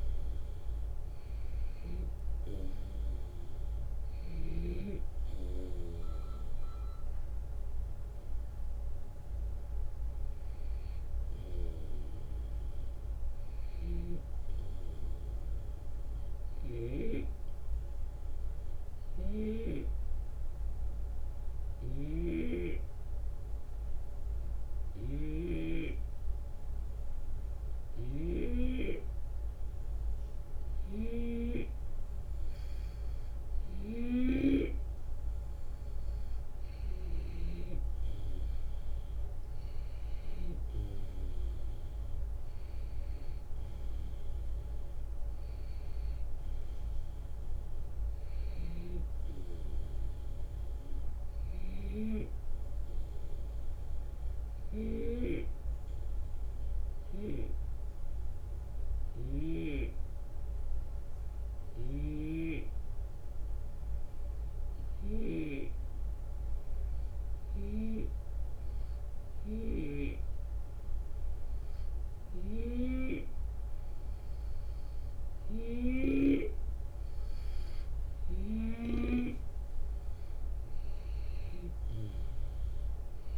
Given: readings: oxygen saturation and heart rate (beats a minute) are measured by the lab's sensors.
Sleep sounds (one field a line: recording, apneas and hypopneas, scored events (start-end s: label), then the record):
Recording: breathing in sleep by a room microphone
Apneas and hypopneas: 2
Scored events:
13.50-19.50 s: snoring (device-marked)
14.50-30.50 s: hypopnea (oxygen 94% before, 91% lowest, heart rate 77 before, 73 extreme, up 5 after)
21.50-25.50 s: snoring (device-marked)
34.00-37.50 s: snoring (device-marked)
37.50-42.50 s: arousal
51.50-70.00 s: snoring (device-marked)
55.00-73.50 s: hypopnea (oxygen 94% before, 91% lowest, heart rate 78 before, 73 extreme, up 4 after)
81.00-83.38 s: arousal
From the record:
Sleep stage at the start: N2 (light sleep)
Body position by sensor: on the left side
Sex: male